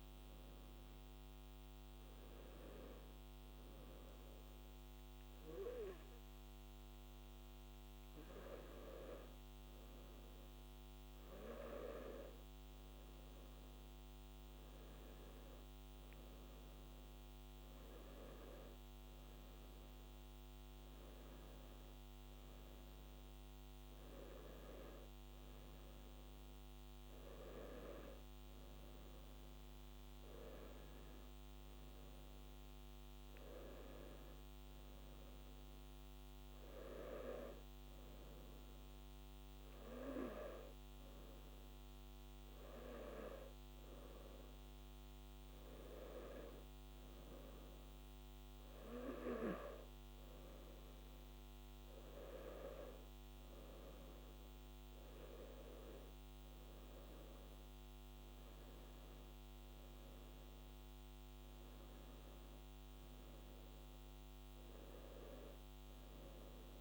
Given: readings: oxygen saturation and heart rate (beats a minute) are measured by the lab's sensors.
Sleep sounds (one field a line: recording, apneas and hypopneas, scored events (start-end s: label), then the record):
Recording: breathing in sleep by a microphone on the trachea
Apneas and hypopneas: none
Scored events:
none scored
From the record:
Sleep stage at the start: N2 (light sleep)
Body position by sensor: on the back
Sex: male